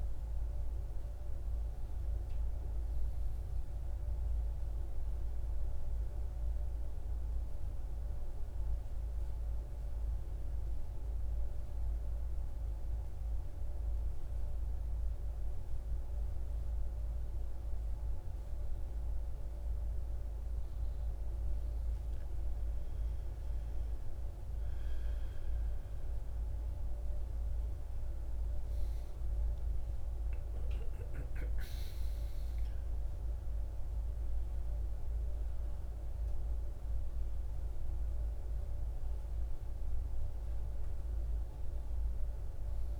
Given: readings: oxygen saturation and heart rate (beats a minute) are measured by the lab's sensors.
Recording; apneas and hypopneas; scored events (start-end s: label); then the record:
breathing in sleep, hard to hear, by a room microphone; 1
0.00-2.00 s: arousal
4.50-19.50 s: central apnea (oxygen 98% before, 89% lowest, heart rate 59 before, 54 extreme, up 12 after)
10.00-43.00 s: new sleep stage, N2 (light sleep)
22.50-27.00 s: arousal
24.00-43.00 s: oxygen desaturation (device-marked, oxygen 97% before, 89% lowest, heart rate 56 before, 54 extreme)
From the record:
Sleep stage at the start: N1 (lightest sleep); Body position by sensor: on the right side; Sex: male